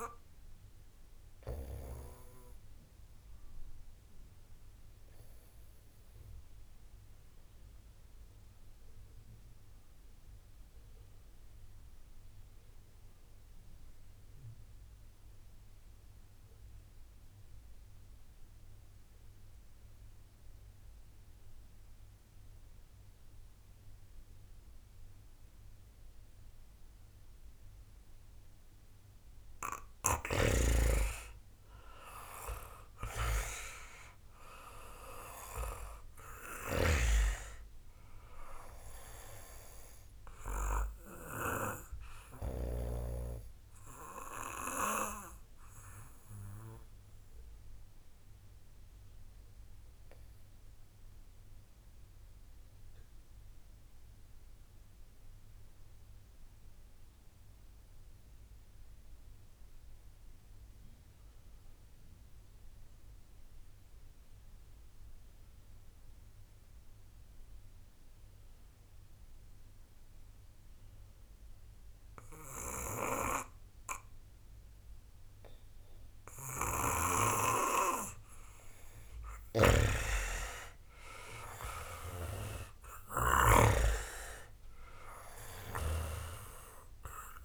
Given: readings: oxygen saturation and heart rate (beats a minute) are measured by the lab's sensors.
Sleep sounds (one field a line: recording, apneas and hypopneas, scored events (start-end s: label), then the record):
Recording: breathing in sleep by a room microphone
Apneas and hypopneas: 2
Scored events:
5.50-29.00 s: obstructive apnea (oxygen 94% before, 88% lowest, heart rate 67 before, 25 extreme, up 16 after)
29.00-55.00 s: oxygen desaturation (device-marked, oxygen 96% before, 88% lowest, heart rate 69 before, 25 extreme)
30.50-34.50 s: arousal
36.50-43.00 s: snoring (device-marked)
45.00-79.00 s: obstructive apnea (oxygen 97% before, 88% lowest, heart rate 52 before, 28 extreme, up 3 after)
75.00-87.45 s: oxygen desaturation (device-marked, oxygen 96% before, 90% lowest, heart rate 66 before, 28 extreme)
79.50-83.50 s: snoring (device-marked)
80.00-84.00 s: arousal
From the record:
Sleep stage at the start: REM sleep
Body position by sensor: on the back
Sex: male